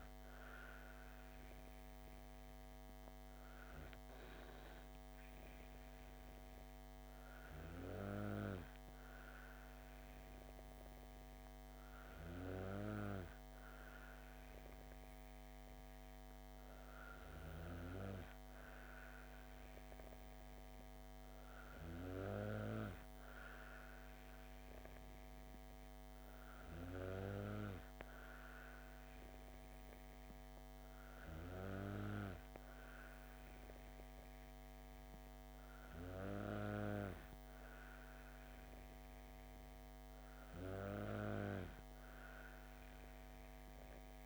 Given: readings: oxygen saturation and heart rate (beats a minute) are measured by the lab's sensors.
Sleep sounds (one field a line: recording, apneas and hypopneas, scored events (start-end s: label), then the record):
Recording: breathing in sleep by a microphone on the trachea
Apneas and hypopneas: none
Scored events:
none scored
From the record:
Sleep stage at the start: N2 (light sleep)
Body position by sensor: on the back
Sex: female